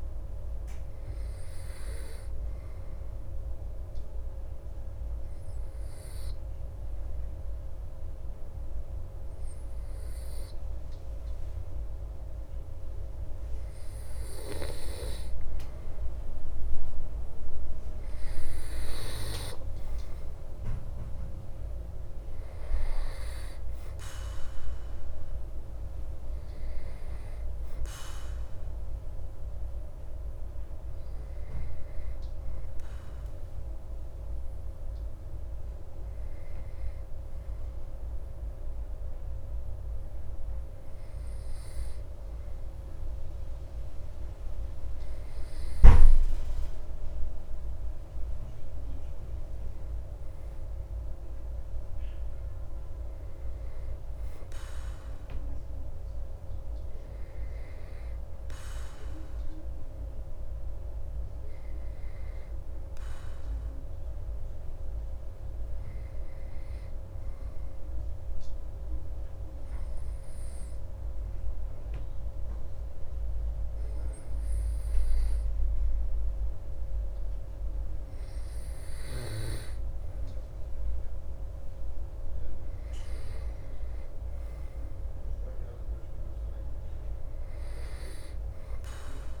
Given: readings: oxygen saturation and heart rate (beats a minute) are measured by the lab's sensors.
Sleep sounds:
breathing in sleep, hard to hear, by a room microphone; 3
2.50-15.50 s: obstructive apnea (oxygen 95% before, 92% lowest)
19.50-23.50 s: arousal
22.50-41.50 s: oxygen desaturation (device-marked, oxygen 95% before, 92% lowest)
34.00-46.00 s: hypopnea (oxygen 95% before, 92% lowest)
48.00-51.50 s: arousal
68.00-79.50 s: obstructive apnea (oxygen 96% before, 91% lowest)
81.50-85.00 s: arousal
From the record:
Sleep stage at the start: N2 (light sleep); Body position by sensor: on the back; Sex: male

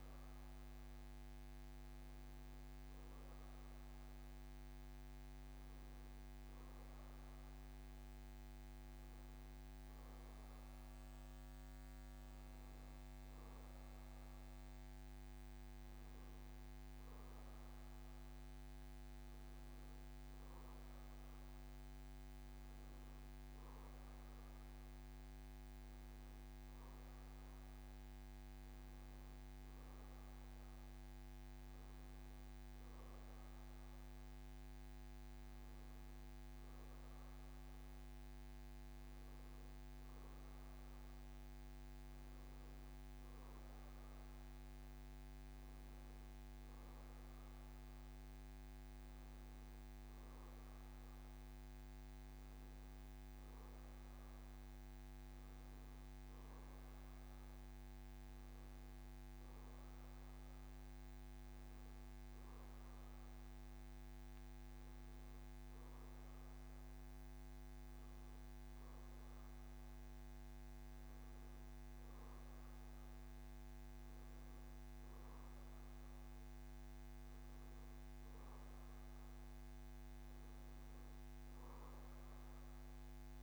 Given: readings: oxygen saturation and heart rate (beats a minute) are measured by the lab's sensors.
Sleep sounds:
breathing in sleep, hard to hear, by a microphone on the trachea; none
none scored
From the record:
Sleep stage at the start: N1 (lightest sleep); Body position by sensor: on the back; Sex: male

